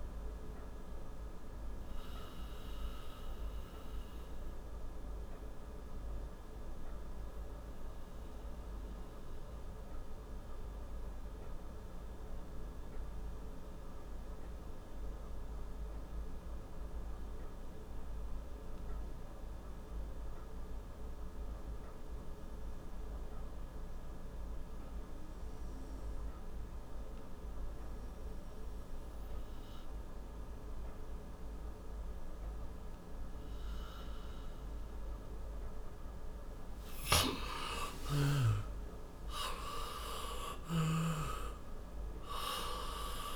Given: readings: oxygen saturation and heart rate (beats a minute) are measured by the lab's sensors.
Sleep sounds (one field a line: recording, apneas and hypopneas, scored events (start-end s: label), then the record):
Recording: breathing in sleep by a room microphone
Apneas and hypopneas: 1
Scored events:
1.00-33.00 s: obstructive apnea (oxygen 95% before, 88% lowest, heart rate 67 before, 55 extreme, up 40 after)
6.50-20.50 s: oxygen desaturation (device-marked, oxygen 96% before, 91% lowest, heart rate 68 before, 55 extreme)
36.50-41.00 s: snoring (device-marked)
38.00-42.50 s: arousal
From the record:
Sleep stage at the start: N2 (light sleep)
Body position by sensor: on the back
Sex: male